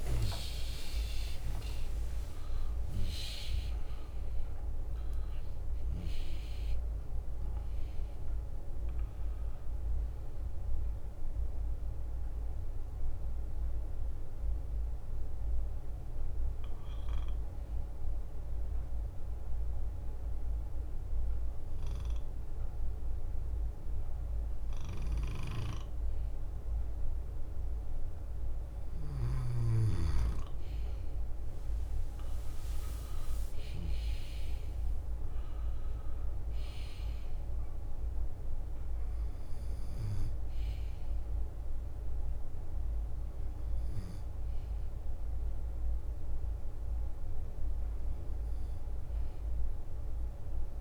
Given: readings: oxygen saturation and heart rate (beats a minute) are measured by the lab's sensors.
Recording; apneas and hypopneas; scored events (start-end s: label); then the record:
breathing in sleep by a room microphone; 1
0.00-1.50 s: long interval between heartbeats (device-marked, heart rate 78 extreme)
0.00-2.00 s: arousal
0.00-7.00 s: leg movement (device-marked)
0.00-24.00 s: oxygen desaturation (device-marked, oxygen 92% lowest, heart rate 52 extreme)
8.50-12.00 s: leg movement (device-marked)
12.00-27.00 s: hypopnea (oxygen 99% before, 92% lowest, heart rate 74 before, 52 extreme, up 7 after)
12.00-32.00 s: bradycardia (device-marked, heart rate 60 before, 52 extreme)
13.00-17.50 s: leg movement (device-marked)
18.50-24.00 s: leg movement (device-marked)
24.50-29.50 s: leg movement (device-marked)
26.00-37.00 s: drop in pulse transit time (device-marked, heart rate 61 before, 55 extreme)
30.50-35.00 s: leg movement (device-marked)
32.00-36.00 s: arousal
38.00-50.81 s: bradycardia (device-marked, heart rate 60 before, 53 extreme)
47.00-50.81 s: leg movement (device-marked)
From the record:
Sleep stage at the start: N2 (light sleep); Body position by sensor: on the back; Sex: male